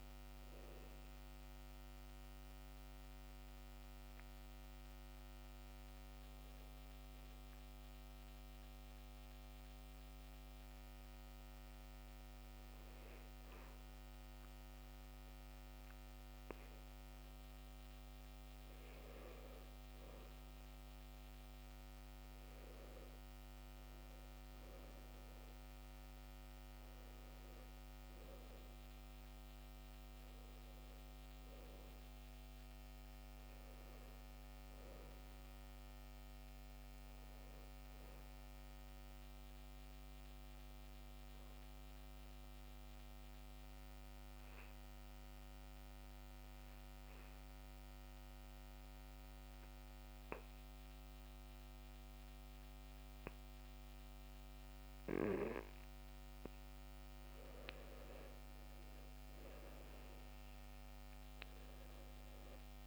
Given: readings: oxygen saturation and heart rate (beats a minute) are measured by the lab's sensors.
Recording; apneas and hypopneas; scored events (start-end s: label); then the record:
breathing in sleep, hard to hear, by a microphone on the trachea; 2
2.00-17.00 s: hypopnea (oxygen 96% before, 90% lowest, heart rate 70 before, 68 extreme, up 4 after)
19.00-22.50 s: arousal
23.50-51.50 s: oxygen desaturation (device-marked, oxygen 94% before, 90% lowest, heart rate 69 before, 65 extreme)
40.00-57.50 s: obstructive apnea (oxygen 95% before, 87% lowest, heart rate 72 before, 64 extreme, up 9 after)
59.50-62.87 s: arousal
61.50-62.87 s: oxygen desaturation (device-marked, oxygen 95% before, 91% lowest, heart rate 68 before, 64 extreme)
From the record:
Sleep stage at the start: N2 (light sleep); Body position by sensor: on the back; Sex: male